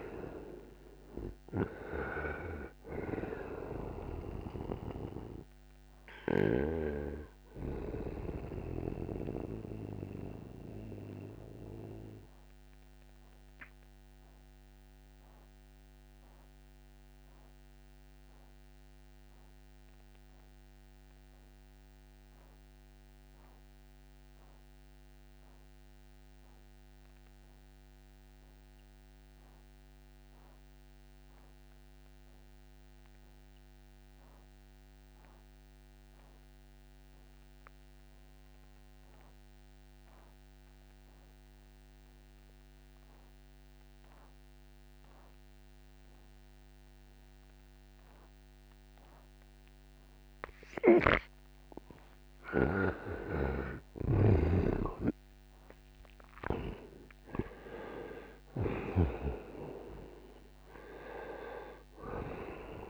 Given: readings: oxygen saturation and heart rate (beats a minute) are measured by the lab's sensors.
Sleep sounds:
breathing in sleep by a microphone on the trachea; 1
0.00-29.00 s: oxygen desaturation (device-marked, oxygen 78% lowest, heart rate 59 extreme)
9.50-51.50 s: obstructive apnea (oxygen 96% before, 78% lowest, heart rate 67 before, 59 extreme, up 37 after)
47.00-62.90 s: oxygen desaturation (device-marked, oxygen 98% before, 79% lowest, heart rate 61 before, 61 extreme)
53.00-59.00 s: snoring (device-marked)
53.50-57.50 s: arousal
From the record:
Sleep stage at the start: N2 (light sleep); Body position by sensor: on the right side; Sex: male

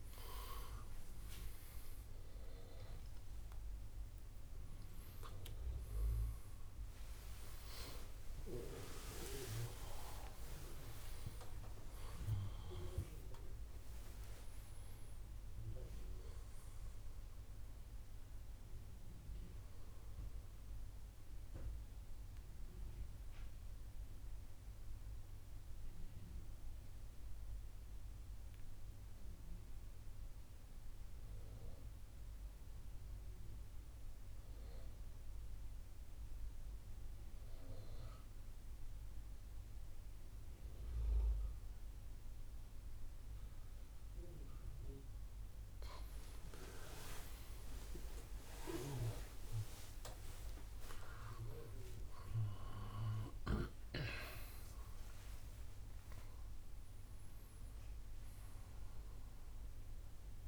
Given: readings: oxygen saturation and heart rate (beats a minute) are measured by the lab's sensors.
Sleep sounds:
breathing in sleep by a room microphone; 1
0.00-24.00 s: oxygen desaturation (device-marked, oxygen 83% lowest, heart rate 59 extreme)
19.50-45.50 s: central apnea (oxygen 92% before, 83% lowest, heart rate 88 before, 58 extreme, up 37 after)
48.00-54.00 s: arousal
51.00-60.48 s: oxygen desaturation (device-marked, oxygen 98% before, 94% lowest, heart rate 66 before, 55 extreme)
From the record:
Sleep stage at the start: N2 (light sleep); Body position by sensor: on the back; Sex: male

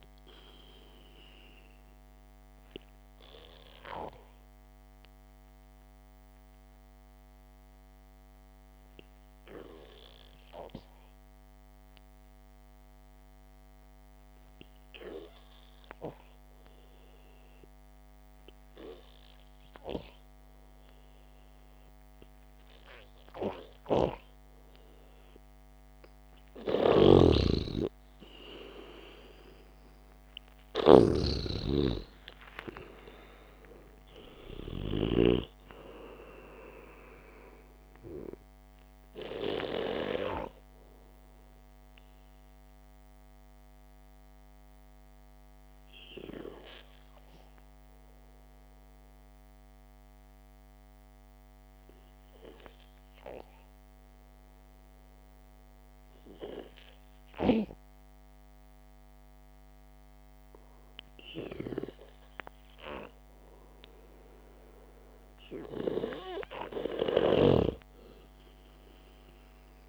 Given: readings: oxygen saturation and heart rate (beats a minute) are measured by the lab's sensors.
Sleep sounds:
breathing in sleep by a microphone on the trachea; 2
0.00-7.00 s: oxygen desaturation (device-marked, oxygen 93% lowest, heart rate 52 extreme)
4.00-17.50 s: obstructive apnea (oxygen 97% before, 91% lowest, heart rate 57 before, 51 extreme, up 2 after)
27.50-36.00 s: snoring (device-marked)
29.50-31.50 s: long interval between heartbeats (device-marked, heart rate 61 before, 56 extreme)
31.50-36.00 s: arousal
33.00-50.00 s: oxygen desaturation (device-marked, oxygen 97% before, 92% lowest, heart rate 59 before, 51 extreme)
36.00-38.00 s: long interval between heartbeats (device-marked, heart rate 59 before, 64 extreme)
41.50-62.00 s: hypopnea (oxygen 97% before, 91% lowest, heart rate 59 before, 53 extreme, up 0 after)
52.00-61.00 s: oxygen desaturation (device-marked, oxygen 94% before, 91% lowest, heart rate 59 before, 53 extreme)
65.50-69.50 s: arousal
68.00-69.89 s: snoring (device-marked)
From the record:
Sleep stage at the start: N2 (light sleep); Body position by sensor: on the back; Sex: male

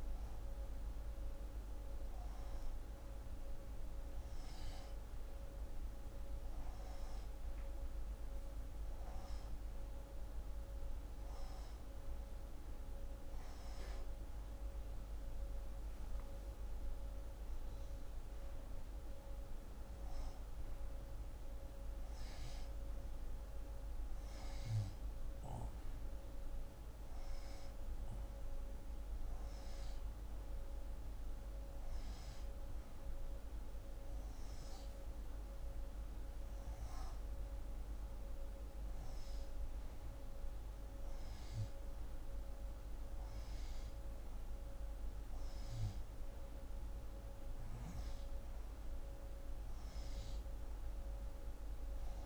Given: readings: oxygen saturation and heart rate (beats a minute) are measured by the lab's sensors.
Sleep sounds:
a person awake in a sleep study, hard to hear, by a room microphone; none
none scored
From the record:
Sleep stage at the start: awake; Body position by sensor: on the left side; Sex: female

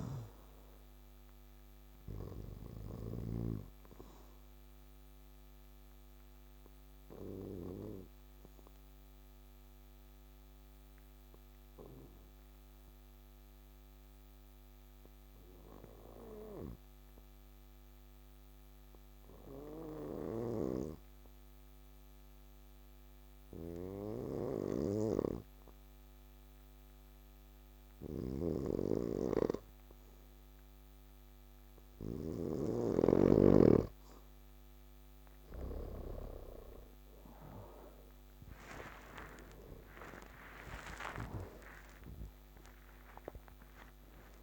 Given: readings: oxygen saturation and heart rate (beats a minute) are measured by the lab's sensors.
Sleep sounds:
breathing in sleep by a microphone on the trachea; 1
3.50-33.50 s: obstructive apnea (oxygen 97% before, 92% lowest, heart rate 62 before, 55 extreme, up 13 after)
27.00-44.43 s: oxygen desaturation (device-marked, oxygen 99% before, 92% lowest, heart rate 56 before, 56 extreme)
38.00-43.00 s: arousal
From the record:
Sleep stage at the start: N2 (light sleep); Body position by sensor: on the back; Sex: male

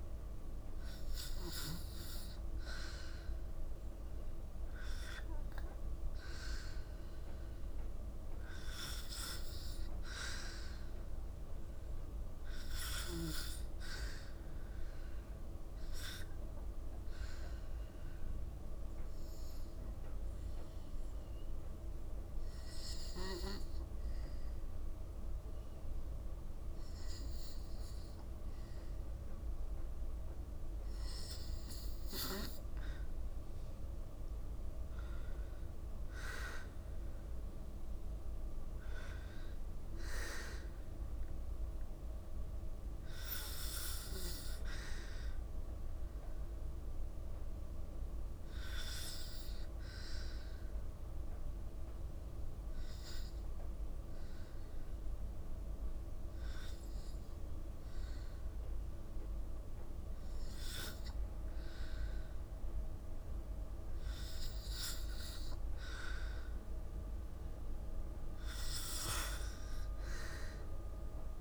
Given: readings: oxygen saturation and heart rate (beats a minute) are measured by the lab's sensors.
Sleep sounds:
breathing in sleep by a room microphone; 2
0.00-8.00 s: oxygen desaturation (device-marked, oxygen 96% before, 94% lowest, heart rate 55 before, 56 extreme)
15.00-29.50 s: hypopnea (oxygen 97% before, 92% lowest, heart rate 56 before, 56 extreme, up 1 after)
34.50-39.00 s: arousal
49.50-65.50 s: hypopnea (oxygen 94% before, 92% lowest, heart rate 58 before, 55 extreme, up 1 after)
68.50-71.41 s: arousal
From the record:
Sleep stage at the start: N2 (light sleep); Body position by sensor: on the back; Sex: female

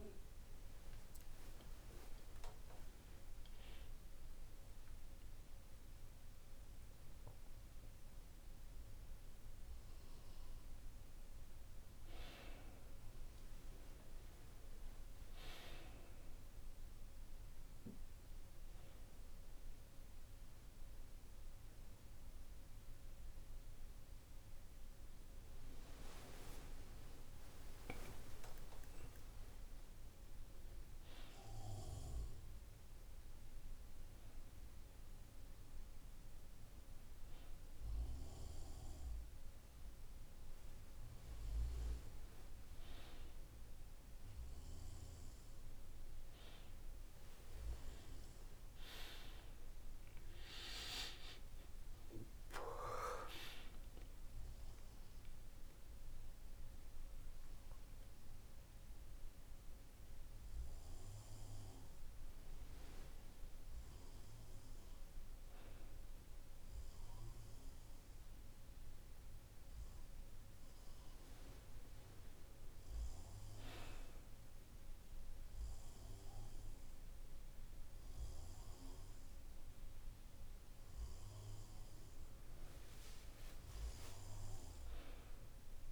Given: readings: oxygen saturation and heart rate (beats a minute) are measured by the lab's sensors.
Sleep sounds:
a person awake in a sleep study, by a room microphone; none
none scored
From the record:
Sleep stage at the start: awake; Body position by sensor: on the back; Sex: male

